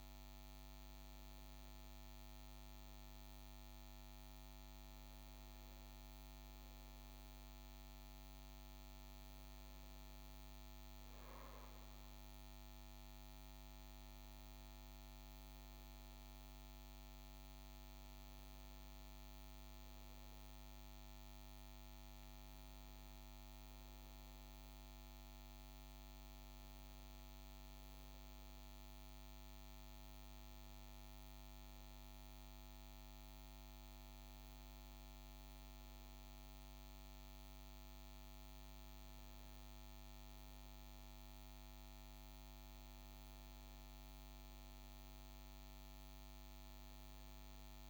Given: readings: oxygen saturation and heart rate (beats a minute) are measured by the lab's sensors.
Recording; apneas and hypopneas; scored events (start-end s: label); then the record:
breathing in sleep, hard to hear, by a microphone on the trachea; none
none scored
From the record:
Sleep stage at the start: N2 (light sleep); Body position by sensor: on the right side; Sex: male